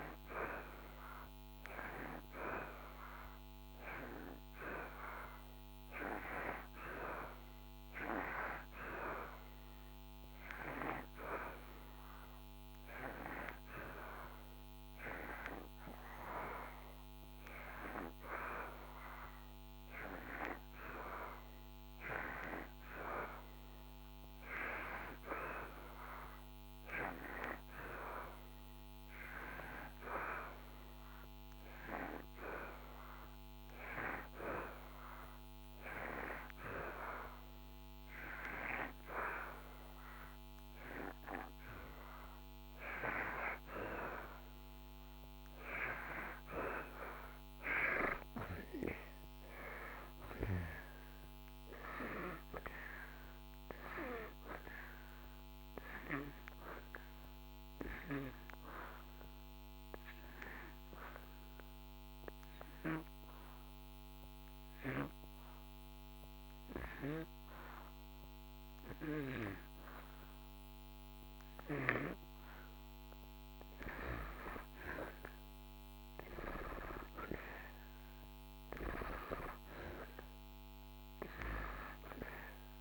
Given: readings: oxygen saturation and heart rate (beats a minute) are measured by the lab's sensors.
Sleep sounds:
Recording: breathing in sleep by a microphone on the trachea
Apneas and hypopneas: 2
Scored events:
0.00-9.00 s: oxygen desaturation (device-marked, oxygen 85% lowest)
11.50-24.00 s: hypopnea (oxygen 92% before, 87% lowest)
27.50-33.00 s: arousal
56.50-71.50 s: hypopnea (oxygen 90% before, 86% lowest)
73.50-78.50 s: arousal
From the record:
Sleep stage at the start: N2 (light sleep)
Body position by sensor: on the back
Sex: male

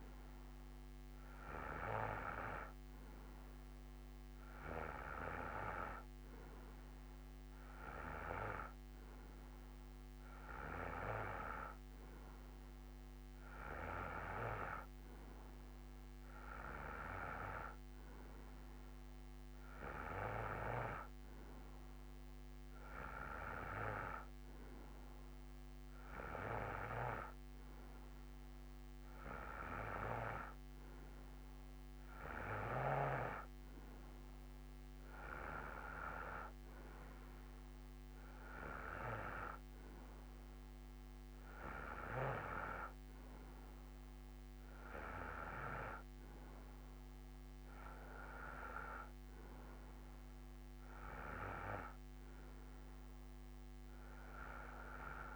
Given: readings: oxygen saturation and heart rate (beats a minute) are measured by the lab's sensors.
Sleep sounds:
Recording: breathing in sleep by a microphone on the trachea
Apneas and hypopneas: none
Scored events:
none scored
From the record:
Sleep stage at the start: N2 (light sleep)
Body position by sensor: on the right side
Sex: male

